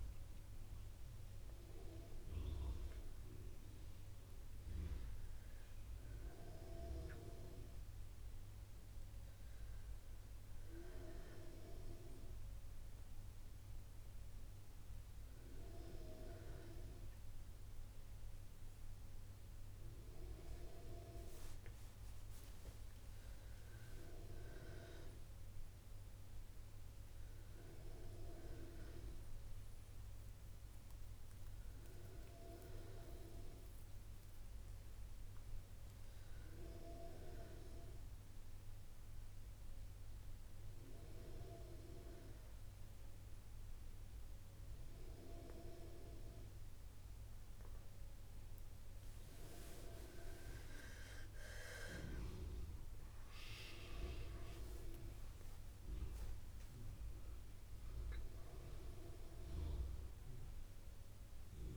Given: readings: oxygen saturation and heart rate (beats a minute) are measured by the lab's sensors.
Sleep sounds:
breathing in sleep by a room microphone; none
11.50-21.50 s: oxygen desaturation (device-marked, oxygen 95% before, 90% lowest, heart rate 62 before, 60 extreme)
From the record:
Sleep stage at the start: N2 (light sleep); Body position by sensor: on the back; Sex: female

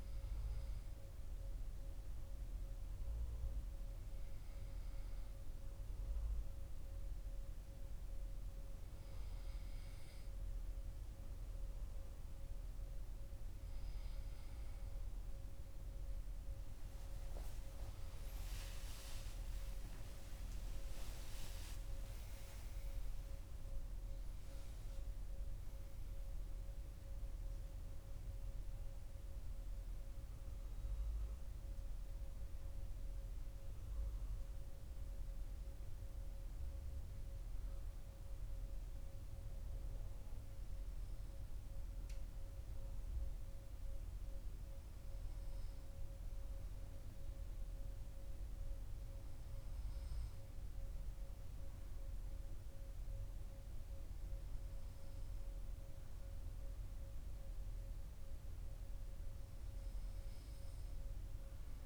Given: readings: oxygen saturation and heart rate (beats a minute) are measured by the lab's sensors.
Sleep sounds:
breathing in sleep, hard to hear, by a room microphone; none
18.00-23.00 s: arousal
From the record:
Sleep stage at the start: N2 (light sleep); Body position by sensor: on the back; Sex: male

